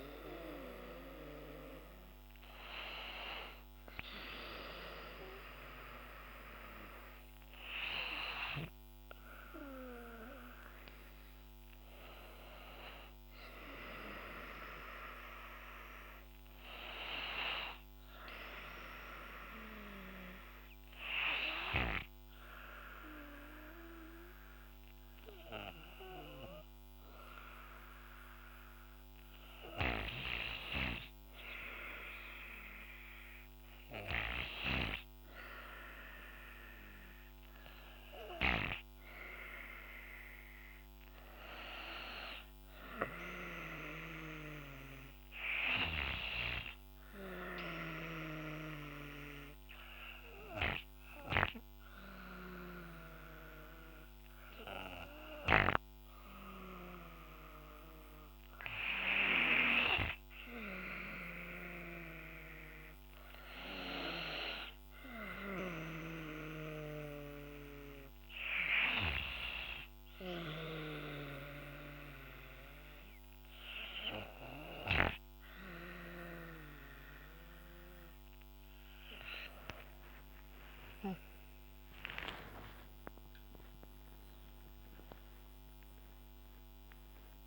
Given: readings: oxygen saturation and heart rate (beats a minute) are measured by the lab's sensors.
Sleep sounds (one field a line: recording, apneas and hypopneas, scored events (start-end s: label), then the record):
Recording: breathing in sleep by a microphone on the trachea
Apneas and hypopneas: 1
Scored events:
35.50-56.50 s: oxygen desaturation (device-marked, oxygen 97% before, 94% lowest, heart rate 71 before, 70 extreme)
66.50-79.00 s: hypopnea (oxygen 96% before, 93% lowest, heart rate 72 before, 70 extreme, up 7 after)
83.50-87.47 s: new sleep stage, awake
From the record:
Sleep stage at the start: N2 (light sleep)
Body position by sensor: on the right side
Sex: female